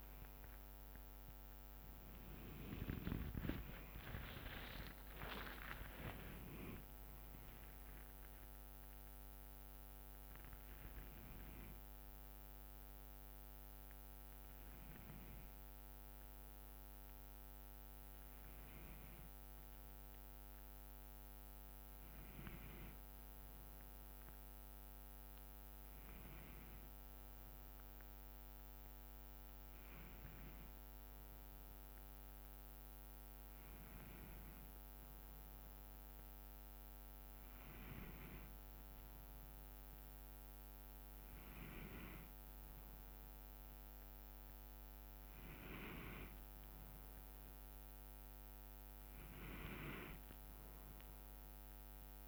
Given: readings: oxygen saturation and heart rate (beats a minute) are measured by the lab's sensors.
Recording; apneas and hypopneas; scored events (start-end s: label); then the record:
breathing in sleep by a microphone on the trachea; none
0.00-5.50 s: arousal
2.50-15.50 s: drop in pulse transit time (device-marked, heart rate 65 before, 70 extreme)
6.50-8.50 s: long interval between heartbeats (device-marked, heart rate 67 before, 87 extreme)
From the record:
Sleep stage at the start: N1 (lightest sleep); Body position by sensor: on the back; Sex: male